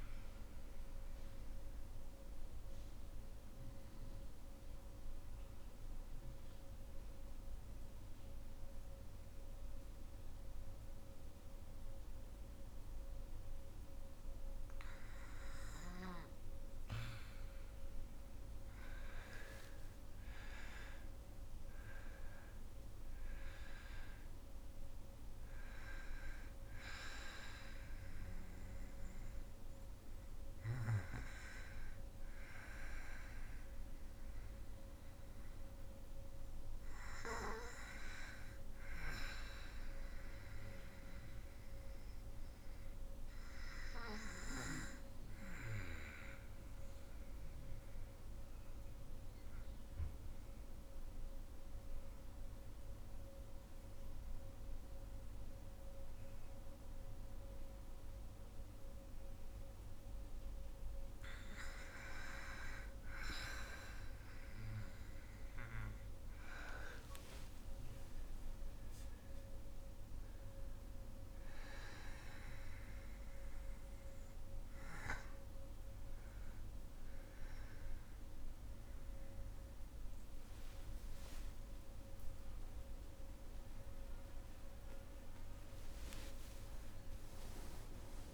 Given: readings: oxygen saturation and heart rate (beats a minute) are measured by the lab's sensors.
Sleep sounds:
breathing in sleep by a room microphone; 2
1.50-15.50 s: obstructive apnea (oxygen 97% before, 88% lowest, heart rate 56 before, 49 extreme, up 13 after)
2.00-21.00 s: oxygen desaturation (device-marked, oxygen 97% before, 91% lowest, heart rate 56 before, 49 extreme)
17.50-22.50 s: arousal
23.00-41.00 s: oxygen desaturation (device-marked, oxygen 95% before, 88% lowest, heart rate 53 before, 49 extreme)
39.50-61.00 s: obstructive apnea (oxygen 95% before, 88% lowest, heart rate 61 before, 49 extreme, up 11 after)
52.00-88.34 s: new sleep stage, N2 (light sleep)
62.00-88.34 s: oxygen desaturation (device-marked, oxygen 99% before, 89% lowest, heart rate 55 before, 53 extreme)
63.50-67.00 s: arousal
82.50-85.50 s: arousal
From the record:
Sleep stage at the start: REM sleep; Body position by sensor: on the back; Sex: female

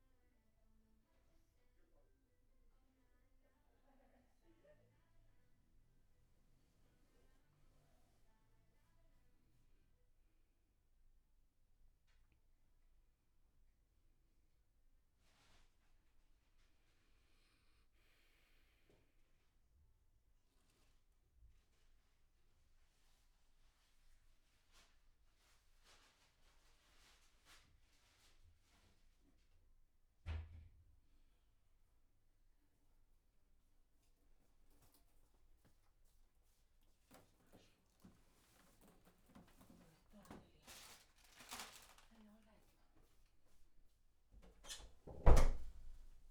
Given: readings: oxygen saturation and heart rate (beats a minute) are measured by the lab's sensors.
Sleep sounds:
a person awake in a sleep study, by a room microphone; none
none scored
From the record:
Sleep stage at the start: awake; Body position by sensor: on the back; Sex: male

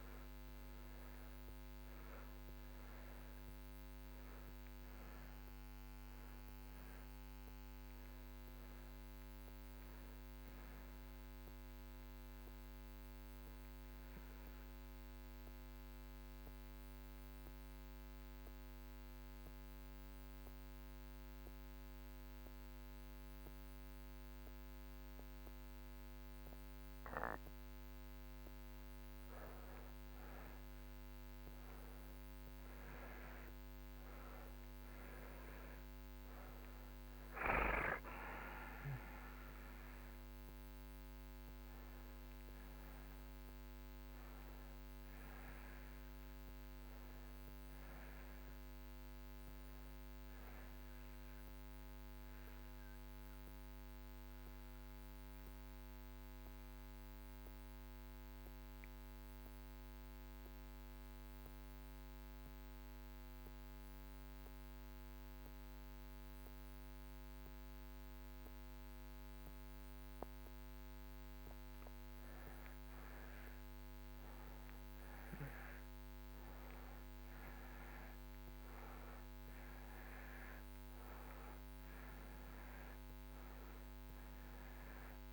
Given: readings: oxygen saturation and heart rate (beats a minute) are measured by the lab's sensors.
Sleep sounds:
breathing in sleep, hard to hear, by a microphone on the trachea; 2
0.00-23.00 s: oxygen desaturation (device-marked, oxygen 96% before, 83% lowest)
14.00-27.50 s: mixed apnea (oxygen 96% before, 84% lowest)
33.50-38.00 s: arousal
46.00-70.00 s: oxygen desaturation (device-marked, oxygen 94% before, 84% lowest)
52.50-71.00 s: mixed apnea (oxygen 95% before, 84% lowest)
73.50-78.00 s: arousal
From the record:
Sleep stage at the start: N2 (light sleep); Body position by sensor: on the back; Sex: male

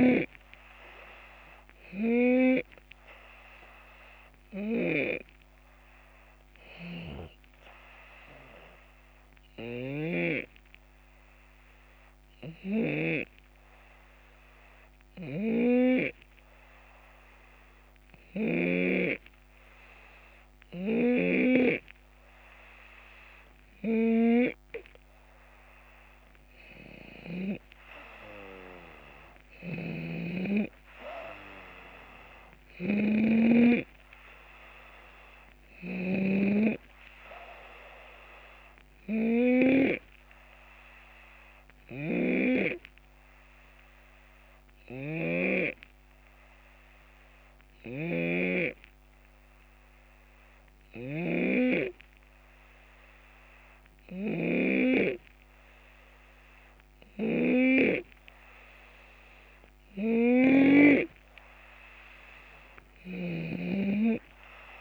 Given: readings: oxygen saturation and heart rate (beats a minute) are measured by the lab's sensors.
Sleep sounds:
breathing in sleep by a microphone on the trachea; 2
0.00-13.00 s: snoring (device-marked)
0.00-15.50 s: oxygen desaturation (device-marked, oxygen 91% lowest, heart rate 71 extreme)
9.00-24.50 s: hypopnea (oxygen 95% before, 90% lowest, heart rate 78 before, 71 extreme, up 6 after)
15.00-18.50 s: snoring (device-marked)
26.50-31.00 s: arousal
29.50-64.81 s: snoring (device-marked)
39.50-57.50 s: obstructive apnea (oxygen 94% before, 90% lowest, heart rate 76 before, 69 extreme, up 6 after)
63.00-64.81 s: arousal
From the record:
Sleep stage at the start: N2 (light sleep); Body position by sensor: on the left side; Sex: male

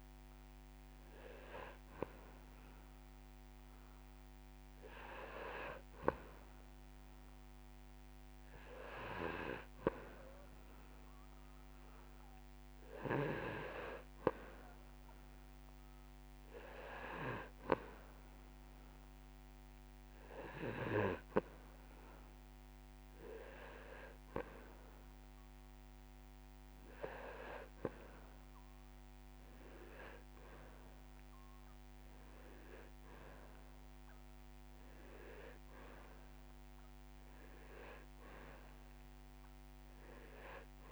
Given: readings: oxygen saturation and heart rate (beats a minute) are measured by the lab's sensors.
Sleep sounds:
breathing in sleep by a microphone on the trachea; none
0.00-2.50 s: drop in pulse transit time (device-marked)
35.00-37.00 s: long interval between heartbeats (device-marked)
36.50-37.50 s: drop in pulse transit time (device-marked)
From the record:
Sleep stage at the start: N2 (light sleep); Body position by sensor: on the back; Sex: male

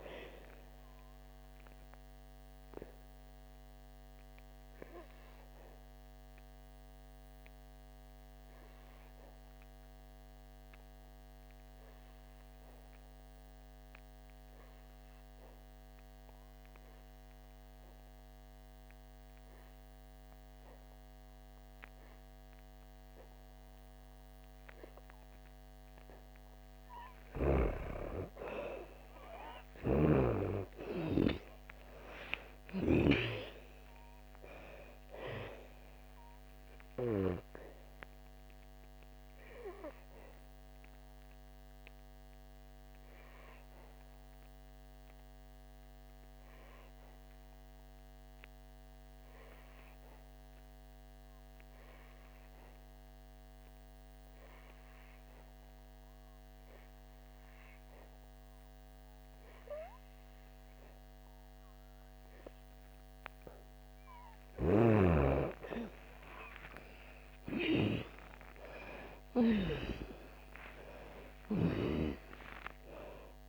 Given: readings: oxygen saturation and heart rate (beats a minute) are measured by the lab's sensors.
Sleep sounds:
breathing in sleep by a microphone on the trachea; 2
0.00-25.50 s: oxygen desaturation (device-marked, oxygen 85% lowest, heart rate 55 extreme)
1.00-26.00 s: obstructive apnea (oxygen 98% before, 85% lowest, heart rate 65 before, 55 extreme, up 8 after)
30.50-35.50 s: arousal
37.50-57.50 s: oxygen desaturation (device-marked, oxygen 97% before, 86% lowest, heart rate 63 before, 55 extreme)
39.50-64.00 s: obstructive apnea (oxygen 98% before, 86% lowest, heart rate 64 before, 55 extreme, up 12 after)
70.50-73.49 s: arousal
From the record:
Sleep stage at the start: N2 (light sleep); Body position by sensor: on the back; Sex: female

